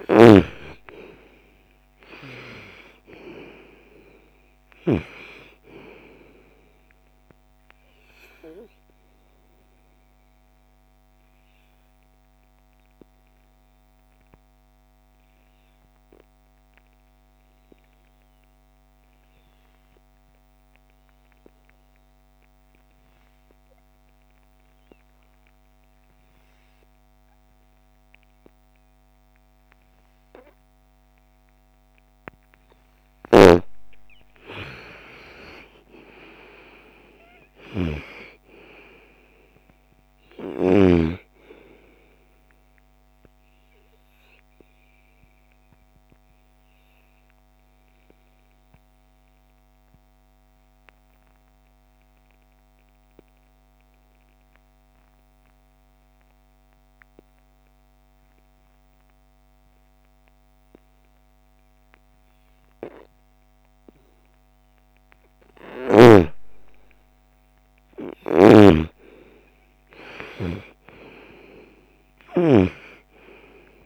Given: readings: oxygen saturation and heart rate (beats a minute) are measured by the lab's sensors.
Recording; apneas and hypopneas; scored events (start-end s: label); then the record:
breathing in sleep by a microphone on the trachea; 2
0.00-4.50 s: snoring (device-marked)
0.00-19.00 s: oxygen desaturation (device-marked, oxygen 97% before, 87% lowest, heart rate 52 before, 54 extreme)
6.50-31.50 s: obstructive apnea (oxygen 97% before, 82% lowest, heart rate 58 before, 54 extreme, up 17 after)
31.00-60.00 s: oxygen desaturation (device-marked, oxygen 98% before, 82% lowest, heart rate 58 before, 56 extreme)
32.50-40.00 s: snoring (device-marked)
34.00-37.50 s: arousal
42.50-63.50 s: obstructive apnea (oxygen 98% before, 82% lowest, heart rate 61 before, 56 extreme, up 12 after)
67.00-71.00 s: arousal
67.50-72.00 s: snoring (device-marked)
From the record:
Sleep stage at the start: N2 (light sleep); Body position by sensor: on the right side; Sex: female